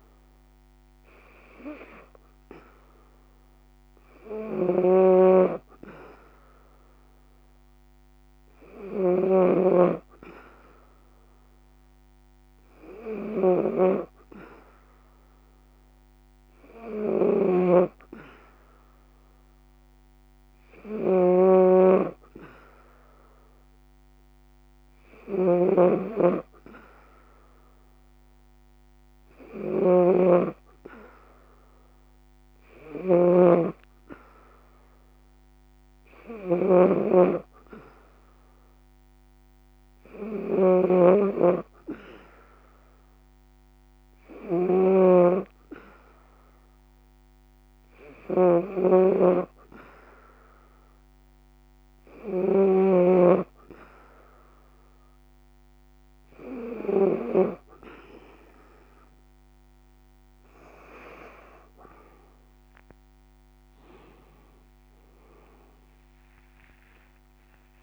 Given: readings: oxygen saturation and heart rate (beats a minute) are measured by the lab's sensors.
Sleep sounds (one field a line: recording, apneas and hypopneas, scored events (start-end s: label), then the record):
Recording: breathing in sleep by a microphone on the trachea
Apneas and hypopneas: none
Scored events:
3.50-56.50 s: snoring (device-marked)
61.50-67.83 s: new sleep stage, awake
From the record:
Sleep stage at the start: N3 (deep sleep)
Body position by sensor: on the back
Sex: female